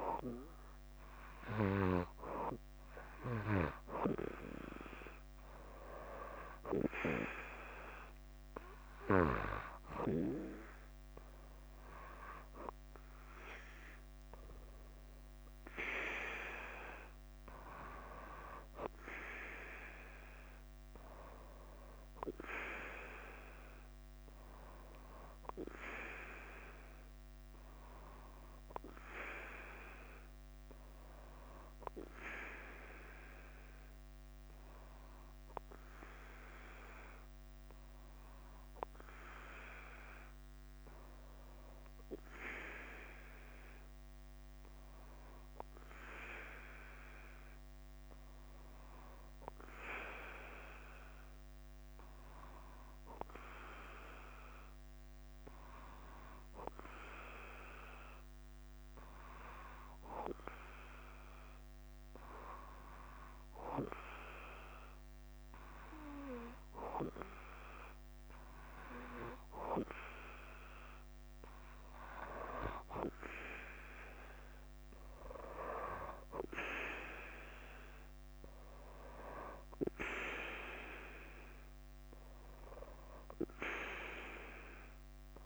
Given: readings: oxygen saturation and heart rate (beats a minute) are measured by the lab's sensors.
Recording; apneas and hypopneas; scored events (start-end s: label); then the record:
breathing in sleep by a microphone on the trachea; 1
0.00-1.50 s: arousal
0.00-52.00 s: bradycardia (device-marked, heart rate 50 extreme)
38.00-46.00 s: oxygen desaturation (device-marked, oxygen 97% before, 93% lowest, heart rate 52 before, 46 extreme)
41.00-45.00 s: arousal
50.50-69.50 s: hypopnea (oxygen 97% before, 95% lowest, heart rate 52 before, 46 extreme, up 9 after)
54.00-85.46 s: bradycardia (device-marked, heart rate 52 before, 45 extreme)
55.50-57.50 s: long interval between heartbeats (device-marked, heart rate 52 before, 61 extreme)
63.00-85.46 s: new sleep stage, N2 (light sleep)
73.00-78.00 s: arousal
From the record:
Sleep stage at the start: REM sleep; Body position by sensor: on the back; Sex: male